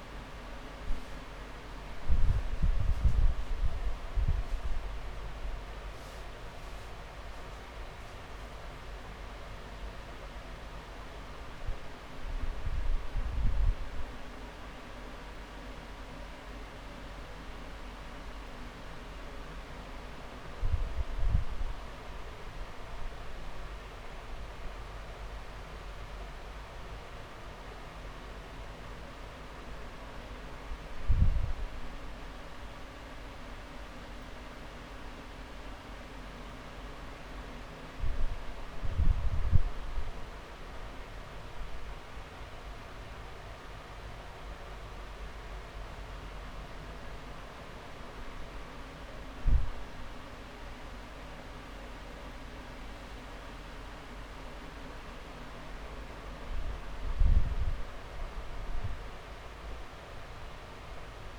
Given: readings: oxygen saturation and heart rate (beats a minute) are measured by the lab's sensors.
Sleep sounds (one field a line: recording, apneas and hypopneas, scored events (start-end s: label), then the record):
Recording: breathing in sleep, hard to hear, by a room microphone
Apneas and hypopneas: none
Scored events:
10.50-12.50 s: long interval between heartbeats (device-marked)
12.50-16.50 s: drop in pulse transit time (device-marked)
28.00-30.00 s: long interval between heartbeats (device-marked)
30.50-50.50 s: drop in pulse transit time (device-marked)
32.00-34.00 s: long interval between heartbeats (device-marked)
36.50-38.50 s: long interval between heartbeats (device-marked)
41.00-43.00 s: long interval between heartbeats (device-marked)
57.00-59.00 s: long interval between heartbeats (device-marked)
From the record:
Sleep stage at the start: N2 (light sleep)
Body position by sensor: on the back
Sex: male